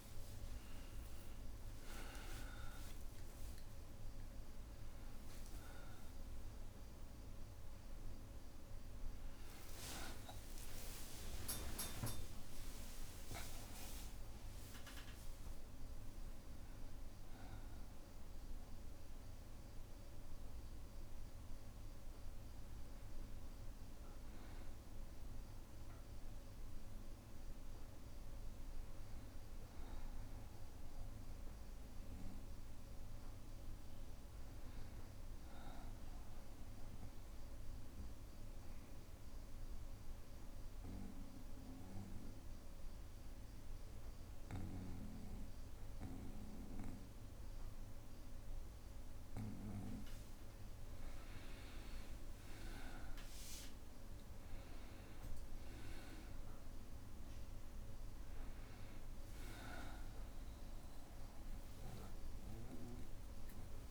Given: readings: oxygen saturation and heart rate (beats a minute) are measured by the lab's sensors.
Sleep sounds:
breathing in sleep by a room microphone; 1
0.00-19.00 s: oxygen desaturation (device-marked, oxygen 91% lowest, heart rate 62 extreme)
4.50-6.50 s: long interval between heartbeats (device-marked, heart rate 68 before, 74 extreme)
9.50-14.00 s: arousal
10.50-12.50 s: long interval between heartbeats (device-marked, heart rate 72 before, 78 extreme)
11.00-13.00 s: tachycardia (device-marked, heart rate 67 before, 98 extreme)
12.00-63.91 s: new sleep stage, N1 (lightest sleep)
13.00-15.00 s: long interval between heartbeats (device-marked, heart rate 76 before, 100 extreme)
37.00-49.50 s: obstructive apnea (oxygen 100% before, 94% lowest, heart rate 65 before, 61 extreme, up 2 after)
47.00-63.91 s: oxygen desaturation (device-marked, oxygen 98% before, 94% lowest, heart rate 62 before, 60 extreme)
60.50-63.91 s: arousal
From the record:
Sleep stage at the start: N2 (light sleep); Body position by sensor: on the back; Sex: male

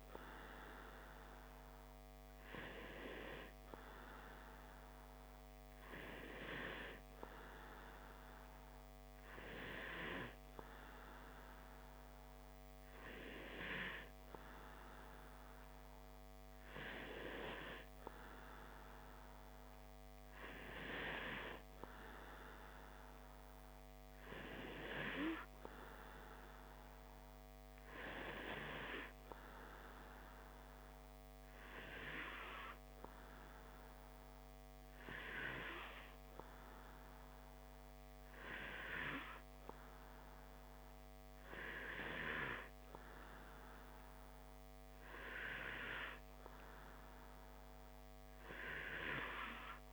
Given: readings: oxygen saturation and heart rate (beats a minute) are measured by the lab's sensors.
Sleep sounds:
breathing in sleep by a microphone on the trachea; none
none scored
From the record:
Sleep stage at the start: N2 (light sleep); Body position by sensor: on the back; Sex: male

